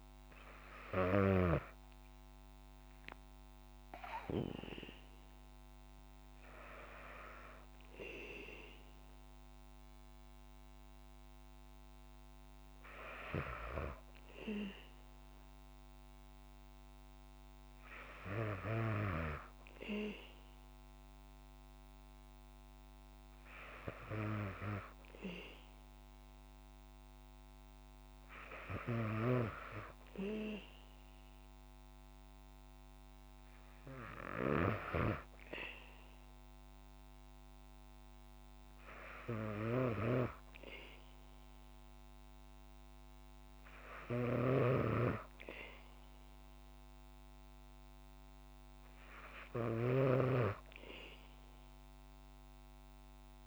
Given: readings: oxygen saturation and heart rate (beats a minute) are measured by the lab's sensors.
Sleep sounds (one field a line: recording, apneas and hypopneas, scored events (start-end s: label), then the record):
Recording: breathing in sleep by a microphone on the trachea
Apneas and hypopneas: none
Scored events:
43.50-53.47 s: snoring (device-marked)
From the record:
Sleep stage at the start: N2 (light sleep)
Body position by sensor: on the back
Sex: female